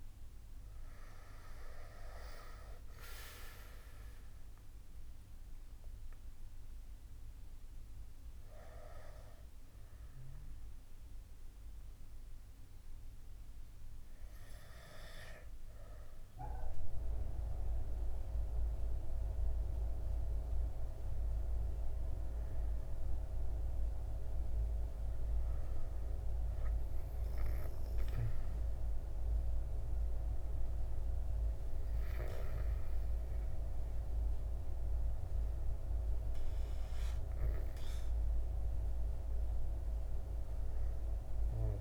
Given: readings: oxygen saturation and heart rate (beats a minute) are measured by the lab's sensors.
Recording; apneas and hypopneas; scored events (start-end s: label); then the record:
breathing in sleep by a room microphone; none
3.00-6.50 s: arousal
From the record:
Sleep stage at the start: N2 (light sleep); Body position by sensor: on the back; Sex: male